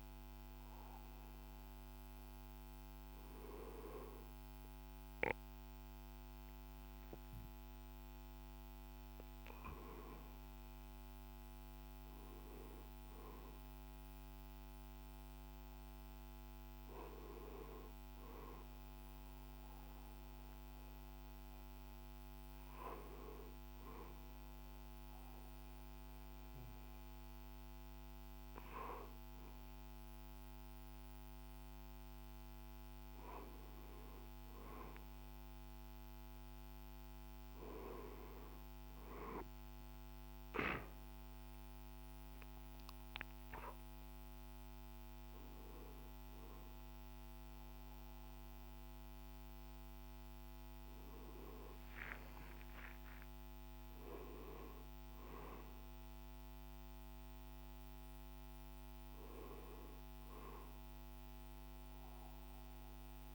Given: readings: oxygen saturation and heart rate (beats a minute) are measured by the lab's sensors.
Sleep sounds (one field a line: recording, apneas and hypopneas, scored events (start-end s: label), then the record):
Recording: a person awake in a sleep study, by a microphone on the trachea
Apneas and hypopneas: none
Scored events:
47.50-63.35 s: new sleep stage, N1 (lightest sleep)
From the record:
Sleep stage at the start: awake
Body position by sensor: on the right side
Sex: male